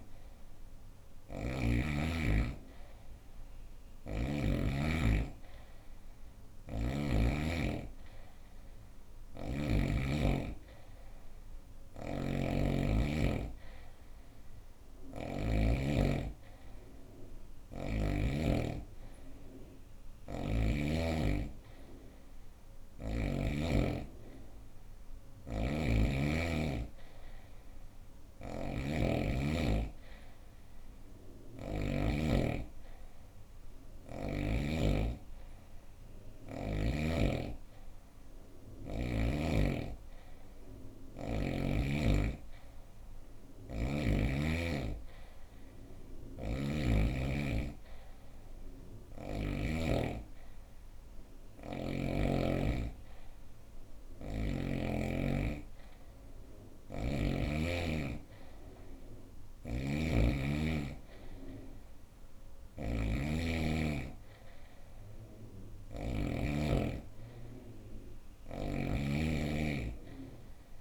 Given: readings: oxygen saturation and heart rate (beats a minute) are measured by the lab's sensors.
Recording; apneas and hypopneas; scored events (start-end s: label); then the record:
breathing in sleep by a room microphone; none
3.00-6.50 s: snoring (device-marked)
11.00-15.00 s: snoring (device-marked)
24.50-31.50 s: snoring (device-marked)
58.50-65.50 s: snoring (device-marked)
67.50-70.81 s: snoring (device-marked)
From the record:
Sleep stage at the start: N2 (light sleep); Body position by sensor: on the right side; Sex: female